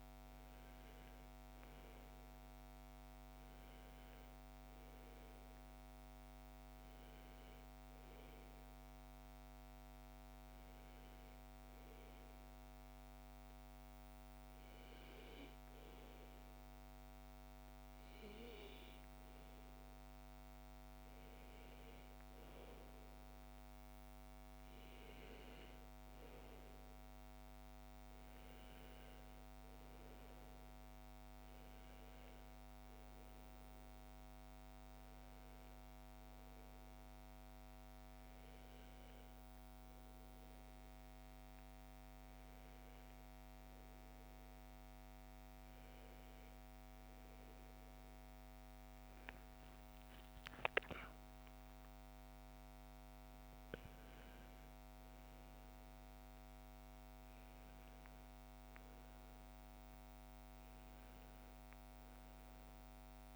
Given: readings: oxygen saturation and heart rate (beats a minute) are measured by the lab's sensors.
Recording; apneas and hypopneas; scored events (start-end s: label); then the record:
a person awake in a sleep study, hard to hear, by a microphone on the trachea; 1
11.00-21.50 s: obstructive apnea (oxygen 97% before, 94% lowest)
From the record:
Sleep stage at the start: awake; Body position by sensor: on the back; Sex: female